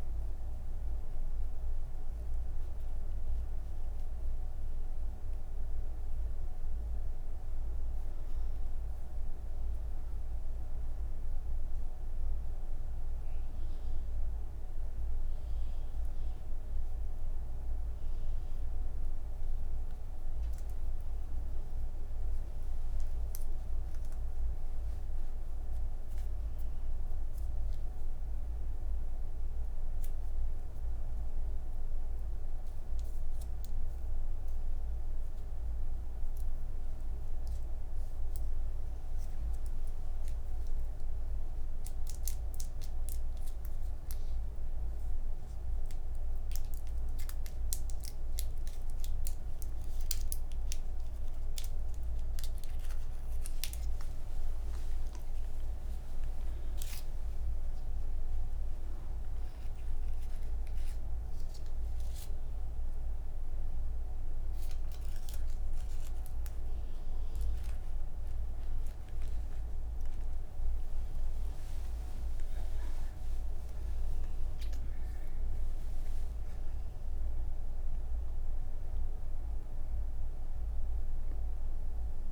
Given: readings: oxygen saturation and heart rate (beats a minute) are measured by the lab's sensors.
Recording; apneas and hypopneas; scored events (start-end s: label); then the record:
breathing in sleep, hard to hear, by a room microphone; none
none scored
From the record:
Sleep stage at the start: N2 (light sleep); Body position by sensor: on the right side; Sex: female